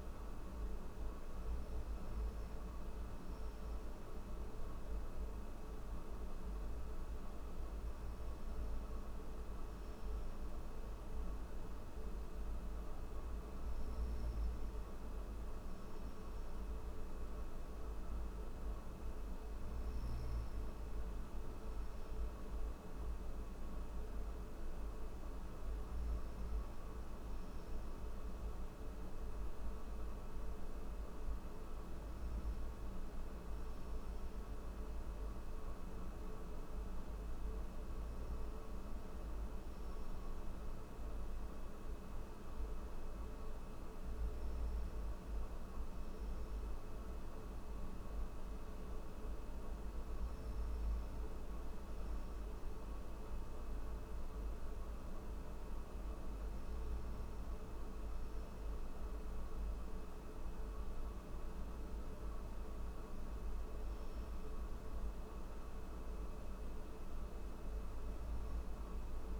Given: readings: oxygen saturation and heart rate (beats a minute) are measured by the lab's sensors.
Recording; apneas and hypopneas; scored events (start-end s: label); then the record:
breathing in sleep, hard to hear, by a room microphone; none
none scored
From the record:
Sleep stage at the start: N3 (deep sleep); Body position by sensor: on the back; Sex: male